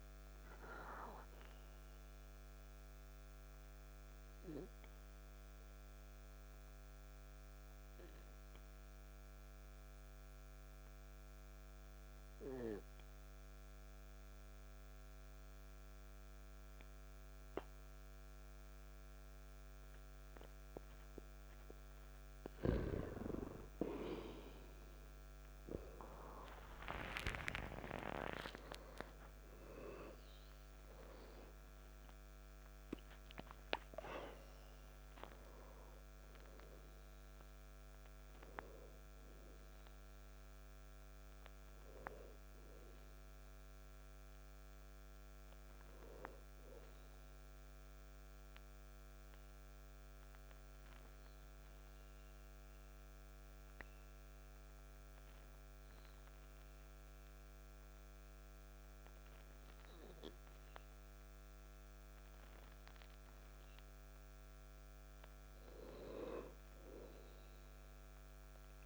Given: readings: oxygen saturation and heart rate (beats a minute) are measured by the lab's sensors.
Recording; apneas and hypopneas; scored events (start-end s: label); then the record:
breathing in sleep by a microphone on the trachea; 2
6.00-21.50 s: hypopnea (oxygen 97% before, 91% lowest, heart rate 59 before, 51 extreme, up 2 after)
24.00-27.50 s: arousal
32.00-63.00 s: oxygen desaturation (device-marked, oxygen 98% before, 91% lowest, heart rate 54 before, 50 extreme)
51.00-64.50 s: hypopnea (oxygen 98% before, 91% lowest, heart rate 59 before, 50 extreme, up 0 after)
66.50-68.86 s: arousal
From the record:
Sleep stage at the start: N2 (light sleep); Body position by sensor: on the back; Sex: male